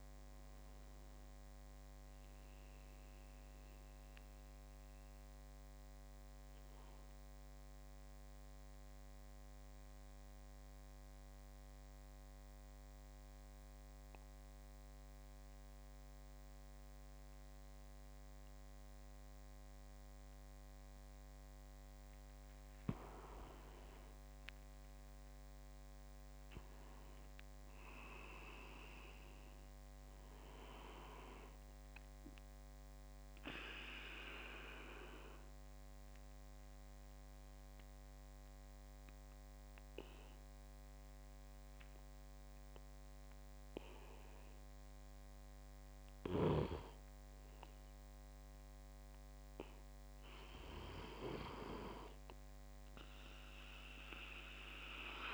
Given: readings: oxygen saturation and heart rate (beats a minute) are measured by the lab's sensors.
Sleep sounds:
breathing in sleep by a microphone on the trachea; 2
0.00-4.50 s: oxygen desaturation (device-marked, oxygen 90% lowest)
3.50-23.00 s: mixed apnea (oxygen 96% before, 91% lowest)
24.50-27.50 s: arousal
26.50-45.50 s: oxygen desaturation (device-marked, oxygen 97% before, 93% lowest)
33.00-46.50 s: obstructive apnea (oxygen 98% before, 90% lowest)
49.50-52.50 s: arousal
From the record:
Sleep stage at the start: N2 (light sleep); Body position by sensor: on the back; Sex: male

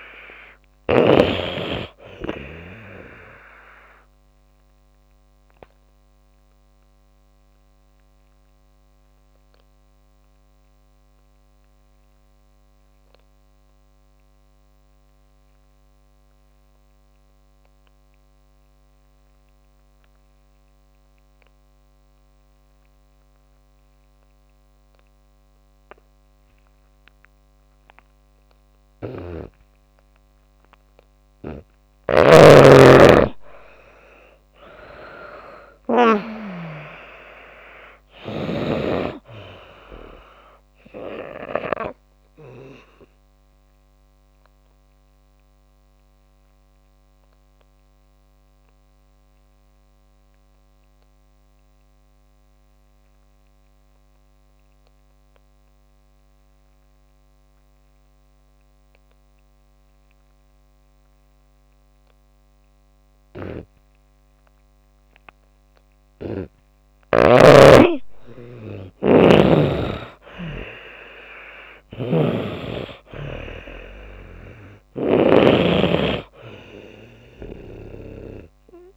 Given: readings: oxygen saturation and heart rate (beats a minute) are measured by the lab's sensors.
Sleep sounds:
breathing in sleep by a microphone on the trachea; 2
0.00-1.00 s: snoring (device-marked)
4.00-30.00 s: obstructive apnea (oxygen 96% before, 81% lowest)
14.50-28.50 s: oxygen desaturation (device-marked, oxygen 95% before, 84% lowest)
32.50-36.00 s: arousal
39.50-69.50 s: oxygen desaturation (device-marked, oxygen 97% before, 81% lowest)
41.50-66.00 s: obstructive apnea (oxygen 97% before, 81% lowest)
69.50-73.00 s: arousal
71.50-75.50 s: snoring (device-marked)
From the record:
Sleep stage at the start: N2 (light sleep); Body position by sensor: on the back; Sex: female

